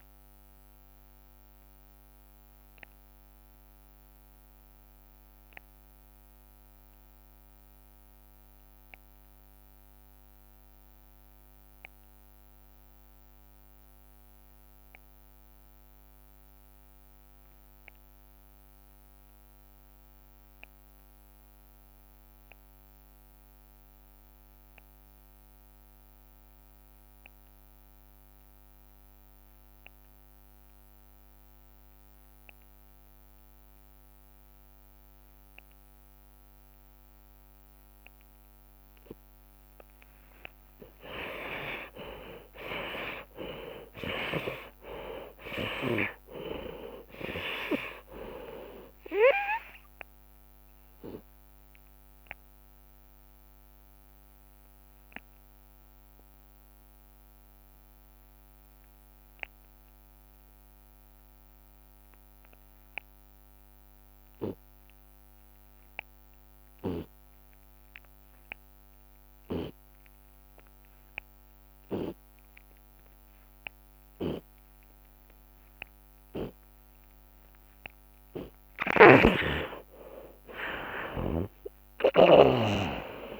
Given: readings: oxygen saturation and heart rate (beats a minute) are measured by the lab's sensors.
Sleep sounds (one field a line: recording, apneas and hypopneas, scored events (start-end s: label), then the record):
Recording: breathing in sleep by a microphone on the trachea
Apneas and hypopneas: 2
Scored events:
0.00-1.50 s: drop in pulse transit time (device-marked)
0.00-1.50 s: long interval between heartbeats (device-marked, heart rate 45 extreme)
0.00-28.50 s: oxygen desaturation (device-marked, oxygen 67% lowest)
1.00-39.00 s: obstructive apnea (oxygen 93% before, 67% lowest)
20.00-22.00 s: long interval between heartbeats (device-marked)
21.50-25.50 s: drop in pulse transit time (device-marked)
29.50-31.50 s: long interval between heartbeats (device-marked)
40.00-42.00 s: long interval between heartbeats (device-marked)
40.00-44.50 s: arousal
42.50-53.50 s: drop in pulse transit time (device-marked)
43.50-74.50 s: oxygen desaturation (device-marked, oxygen 94% before, 72% lowest)
44.00-46.00 s: long interval between heartbeats (device-marked)
44.50-48.50 s: tachycardia (device-marked)
46.50-83.40 s: new sleep stage, N2 (light sleep)
52.50-54.50 s: long interval between heartbeats (device-marked, heart rate 53 before, 77 extreme)
54.50-77.50 s: obstructive apnea (oxygen 94% before, 72% lowest)
71.50-73.50 s: long interval between heartbeats (device-marked, heart rate 42 before, 32 extreme)
76.00-78.00 s: long interval between heartbeats (device-marked, heart rate 36 before, 78 extreme)
78.50-83.40 s: drop in pulse transit time (device-marked, heart rate 35 before, 55 extreme)
79.50-83.40 s: arousal
From the record:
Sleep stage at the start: REM sleep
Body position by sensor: on the left side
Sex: male